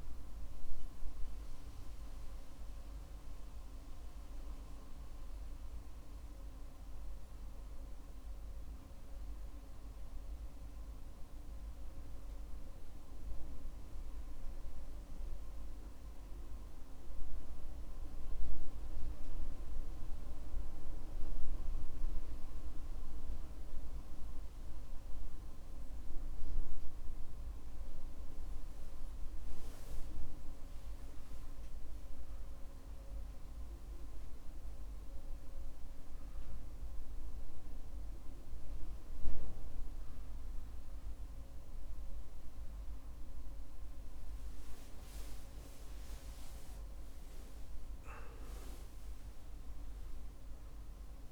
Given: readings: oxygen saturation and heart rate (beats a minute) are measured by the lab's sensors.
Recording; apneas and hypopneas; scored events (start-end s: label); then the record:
a person partly awake in a sleep study, hard to hear, by a room microphone; none
0.00-2.00 s: arousal
33.00-51.32 s: new sleep stage, awake
From the record:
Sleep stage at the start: N1 (lightest sleep); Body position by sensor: on the back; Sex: male